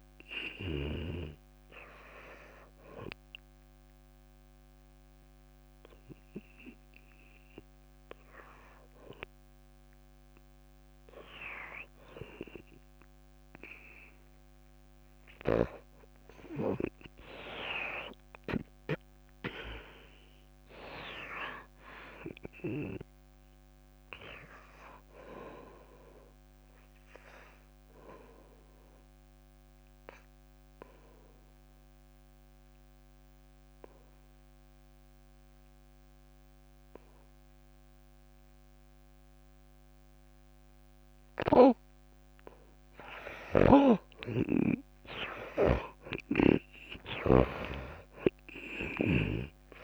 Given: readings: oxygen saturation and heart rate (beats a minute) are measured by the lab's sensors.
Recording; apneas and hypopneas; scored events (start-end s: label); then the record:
breathing in sleep by a microphone on the trachea; 2
0.00-12.00 s: oxygen desaturation (device-marked, oxygen 82% lowest)
2.00-15.50 s: hypopnea (oxygen 97% before, 82% lowest)
18.00-22.00 s: arousal
29.00-43.00 s: obstructive apnea (oxygen 99% before, 79% lowest)
43.50-49.84 s: snoring (device-marked)
44.00-48.00 s: oxygen desaturation (device-marked, oxygen 97% before, 94% lowest)
45.50-49.00 s: arousal
From the record:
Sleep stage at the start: N2 (light sleep); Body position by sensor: on the back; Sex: female